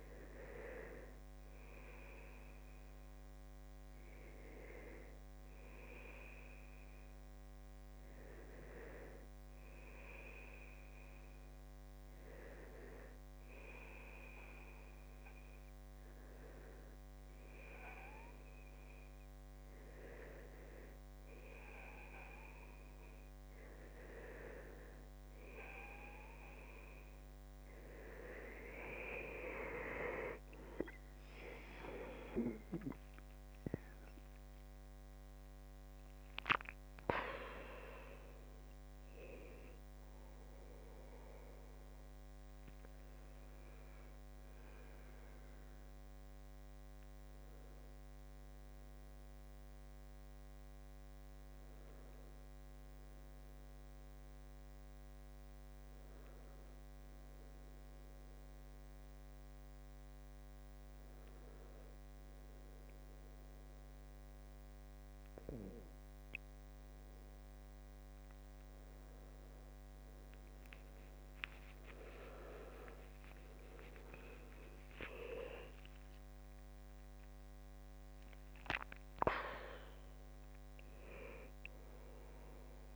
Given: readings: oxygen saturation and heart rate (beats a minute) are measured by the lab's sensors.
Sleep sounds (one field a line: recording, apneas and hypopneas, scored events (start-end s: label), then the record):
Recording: breathing in sleep by a microphone on the trachea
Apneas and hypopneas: 1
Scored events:
29.50-31.50 s: long interval between heartbeats (device-marked, heart rate 70 before, 70 extreme)
39.00-42.50 s: arousal
45.50-64.50 s: obstructive apnea (oxygen 95% before, 93% lowest, heart rate 70 before, 63 extreme, up 1 after)
71.50-75.50 s: arousal
74.00-82.95 s: oxygen desaturation (device-marked, oxygen 98% before, 94% lowest, heart rate 70 before, 70 extreme)
From the record:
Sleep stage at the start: N2 (light sleep)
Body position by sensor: on the back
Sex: male